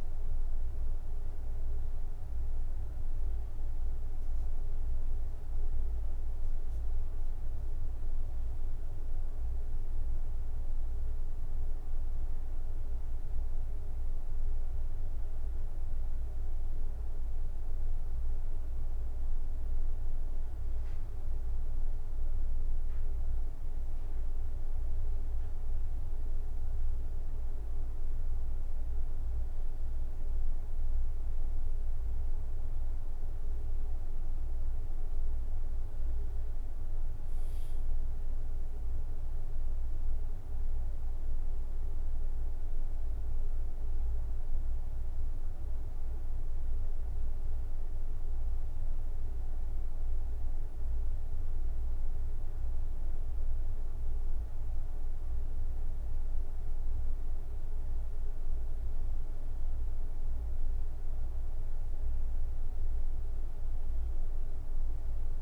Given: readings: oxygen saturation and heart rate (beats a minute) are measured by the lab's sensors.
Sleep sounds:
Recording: breathing in sleep, hard to hear, by a room microphone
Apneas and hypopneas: none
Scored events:
24.50-29.50 s: arousal
34.00-65.42 s: new sleep stage, N2 (light sleep)
46.00-48.00 s: long interval between heartbeats (device-marked, heart rate 74 before, 80 extreme)
From the record:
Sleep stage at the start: N1 (lightest sleep)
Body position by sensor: on the right side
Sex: male

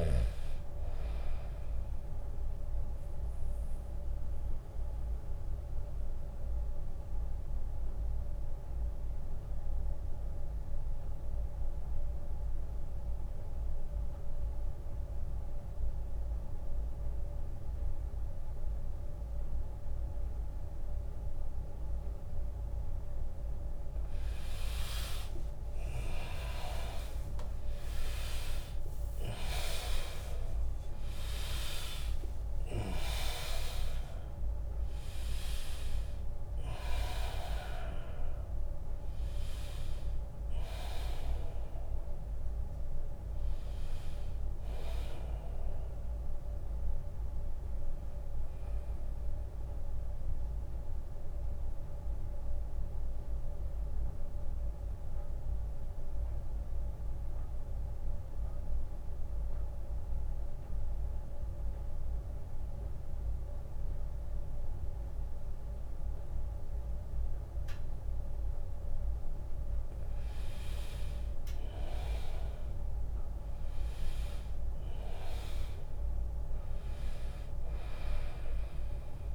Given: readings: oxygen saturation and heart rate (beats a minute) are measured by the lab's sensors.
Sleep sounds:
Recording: breathing in sleep by a room microphone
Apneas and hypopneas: 2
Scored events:
1.50-18.50 s: oxygen desaturation (device-marked, oxygen 100% before, 92% lowest, heart rate 84 before, 71 extreme)
4.00-23.00 s: obstructive apnea (oxygen 100% before, 89% lowest, heart rate 84 before, 71 extreme, up 4 after)
24.50-31.50 s: arousal
27.50-39.50 s: drop in pulse transit time (device-marked, heart rate 77 before, 75 extreme)
28.50-52.50 s: oxygen desaturation (device-marked, oxygen 99% before, 89% lowest, heart rate 77 before, 73 extreme)
48.00-67.50 s: central apnea (oxygen 99% before, 89% lowest, heart rate 78 before, 69 extreme, up 3 after)
69.00-73.00 s: arousal
72.50-79.34 s: drop in pulse transit time (device-marked, heart rate 76 before, 70 extreme)
72.50-79.34 s: oxygen desaturation (device-marked, oxygen 100% before, 92% lowest, heart rate 76 before, 69 extreme)
From the record:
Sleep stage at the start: N2 (light sleep)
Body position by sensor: on the back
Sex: male

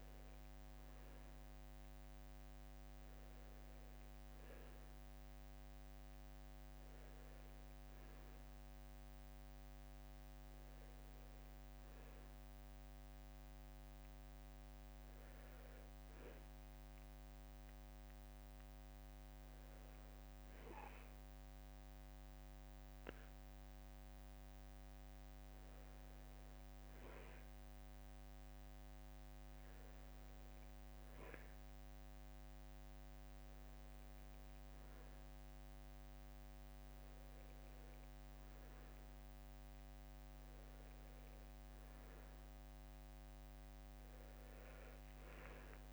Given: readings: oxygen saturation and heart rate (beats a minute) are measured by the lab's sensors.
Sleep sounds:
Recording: breathing in sleep, hard to hear, by a microphone on the trachea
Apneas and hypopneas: 1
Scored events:
14.00-25.00 s: hypopnea (oxygen 95% before, 92% lowest, heart rate 70 before, 65 extreme, up 4 after)
40.00-45.93 s: new sleep stage, awake
From the record:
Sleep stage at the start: N1 (lightest sleep)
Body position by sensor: on the right side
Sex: male

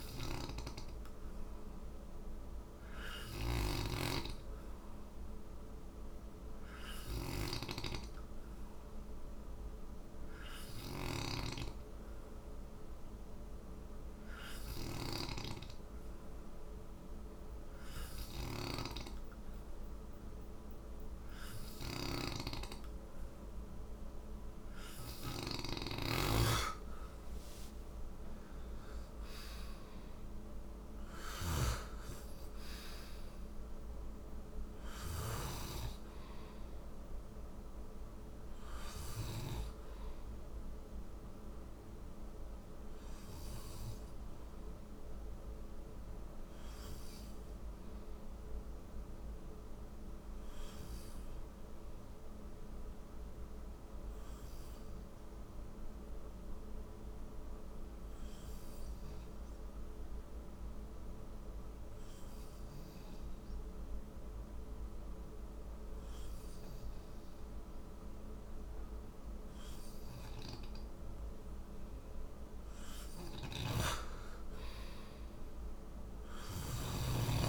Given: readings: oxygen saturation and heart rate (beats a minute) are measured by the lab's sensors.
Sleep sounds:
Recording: breathing in sleep by a room microphone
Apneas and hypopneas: 1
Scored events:
0.00-13.00 s: oxygen desaturation (device-marked, oxygen 91% lowest, heart rate 58 extreme)
0.00-31.00 s: snoring (device-marked)
25.50-30.00 s: arousal
42.50-69.00 s: obstructive apnea (oxygen 94% before, 91% lowest, heart rate 63 before, 55 extreme, up 7 after)
73.00-77.49 s: oxygen desaturation (device-marked, oxygen 97% before, 92% lowest, heart rate 60 before, 55 extreme)
73.00-77.49 s: snoring (device-marked)
74.50-77.49 s: arousal
From the record:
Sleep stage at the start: N2 (light sleep)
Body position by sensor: on the right side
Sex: male

